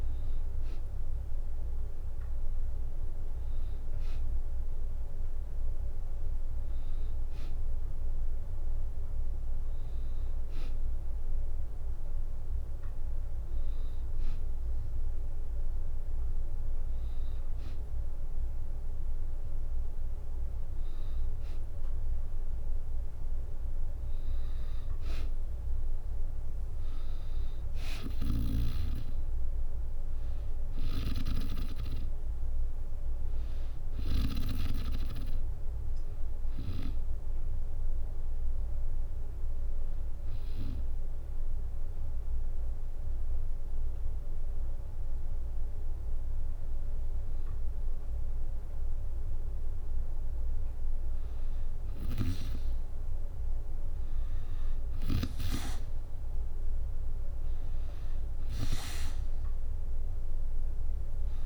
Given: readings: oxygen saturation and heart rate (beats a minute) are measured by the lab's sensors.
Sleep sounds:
breathing in sleep by a room microphone; 1
27.50-34.00 s: snoring (device-marked)
30.50-33.00 s: arousal
39.50-50.50 s: hypopnea (oxygen 94% before, 92% lowest, heart rate 72 before, 67 extreme, up 5 after)
51.50-55.00 s: snoring (device-marked)
53.50-56.50 s: arousal
57.00-61.46 s: oxygen desaturation (device-marked, oxygen 96% before, 92% lowest, heart rate 68 before, 65 extreme)
From the record:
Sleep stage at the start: N2 (light sleep); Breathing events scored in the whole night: 197 in 5.3 hours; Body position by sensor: on the back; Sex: female

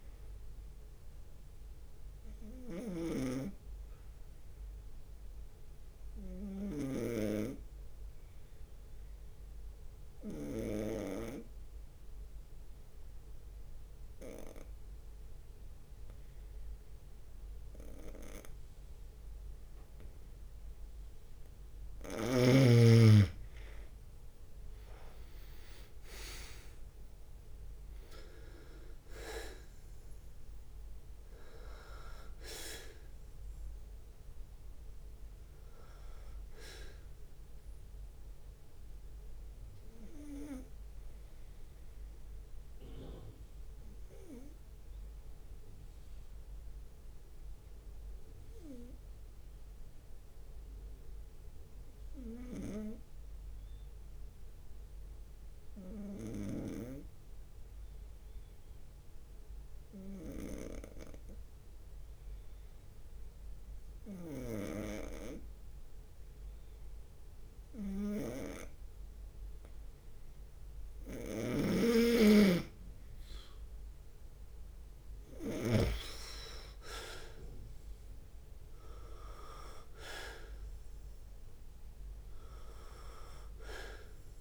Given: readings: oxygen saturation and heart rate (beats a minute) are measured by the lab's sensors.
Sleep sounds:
breathing in sleep by a room microphone; 2
0.00-6.50 s: drop in pulse transit time (device-marked, heart rate 65 extreme)
0.00-11.00 s: snoring (device-marked)
1.00-21.50 s: obstructive apnea (oxygen 98% before, 90% lowest, heart rate 66 before, 64 extreme, up 4 after)
20.00-24.50 s: leg movement (device-marked)
23.50-37.50 s: drop in pulse transit time (device-marked, heart rate 66 before, 66 extreme)
24.00-27.50 s: arousal
24.50-51.50 s: oxygen desaturation (device-marked, oxygen 96% before, 90% lowest, heart rate 66 before, 61 extreme)
25.50-30.50 s: leg movement (device-marked)
42.00-73.00 s: obstructive apnea (oxygen 96% before, 90% lowest, heart rate 68 before, 61 extreme, up 5 after)
69.50-84.41 s: oxygen desaturation (device-marked, oxygen 98% before, 92% lowest, heart rate 64 before, 64 extreme)
71.50-76.50 s: snoring (device-marked)
73.00-78.50 s: leg movement (device-marked)
73.50-84.41 s: drop in pulse transit time (device-marked, heart rate 65 before, 66 extreme)
75.00-79.00 s: arousal
From the record:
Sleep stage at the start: N2 (light sleep); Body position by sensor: on the right side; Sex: male

